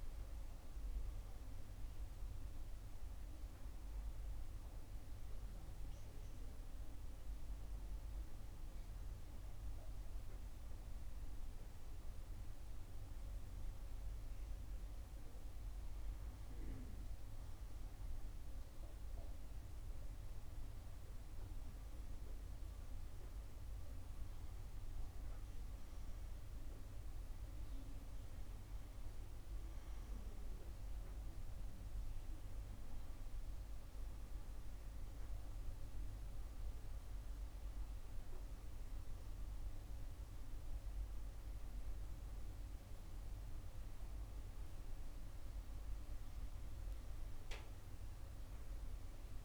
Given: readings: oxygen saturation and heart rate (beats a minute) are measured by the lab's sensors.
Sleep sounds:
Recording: breathing in sleep, hard to hear, by a room microphone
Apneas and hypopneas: none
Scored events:
1.50-6.00 s: arousal
From the record:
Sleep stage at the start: N2 (light sleep)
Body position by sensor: on the right side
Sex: female

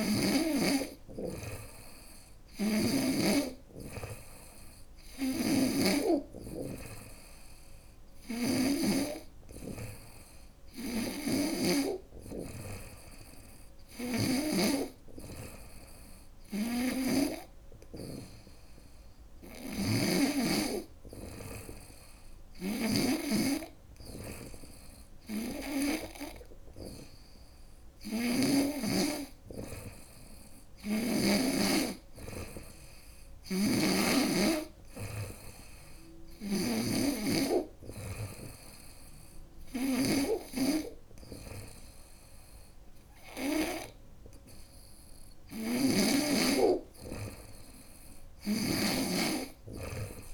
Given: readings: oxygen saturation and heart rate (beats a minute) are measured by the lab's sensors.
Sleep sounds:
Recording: breathing in sleep by a room microphone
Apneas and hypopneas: none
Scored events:
0.00-2.50 s: snoring (device-marked)
4.50-8.00 s: snoring (device-marked)
10.00-14.00 s: snoring (device-marked)
16.00-28.00 s: snoring (device-marked)
32.50-45.50 s: snoring (device-marked)
47.50-50.33 s: snoring (device-marked)
From the record:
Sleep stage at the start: N2 (light sleep)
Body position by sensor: on the front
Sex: female

